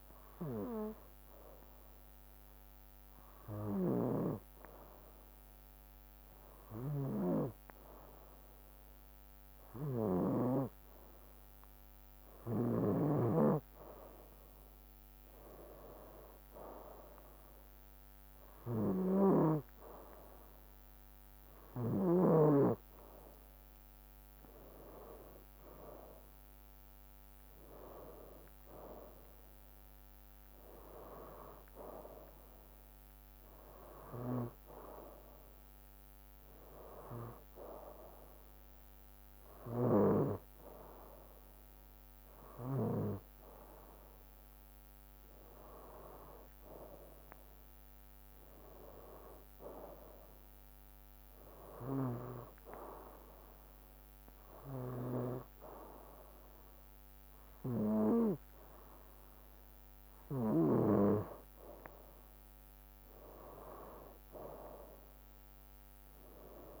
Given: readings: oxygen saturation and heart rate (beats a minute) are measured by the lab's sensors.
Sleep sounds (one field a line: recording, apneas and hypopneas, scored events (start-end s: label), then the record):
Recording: breathing in sleep by a microphone on the trachea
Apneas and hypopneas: none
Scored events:
19.00-22.50 s: snoring (device-marked)
From the record:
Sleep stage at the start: N2 (light sleep)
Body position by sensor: on the right side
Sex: male